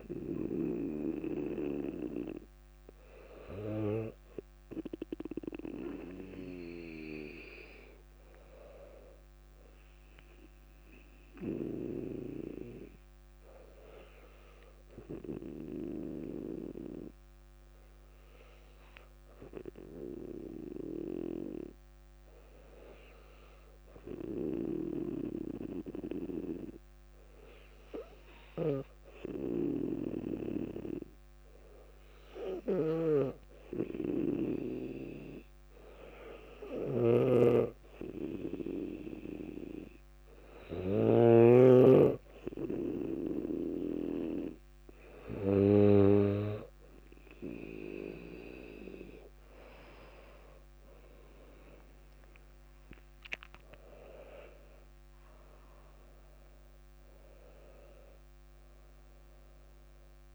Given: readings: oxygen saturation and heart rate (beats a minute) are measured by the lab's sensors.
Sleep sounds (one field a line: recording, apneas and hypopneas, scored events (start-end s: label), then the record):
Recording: breathing in sleep by a microphone on the trachea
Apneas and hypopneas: 1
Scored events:
0.00-18.50 s: oxygen desaturation (device-marked, oxygen 95% lowest, heart rate 58 extreme)
10.50-38.00 s: obstructive apnea (oxygen 99% before, 96% lowest, heart rate 60 before, 58 extreme, up 2 after)
32.50-41.50 s: snoring (device-marked)
50.00-55.00 s: arousal
From the record:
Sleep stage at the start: N2 (light sleep)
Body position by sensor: on the back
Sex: female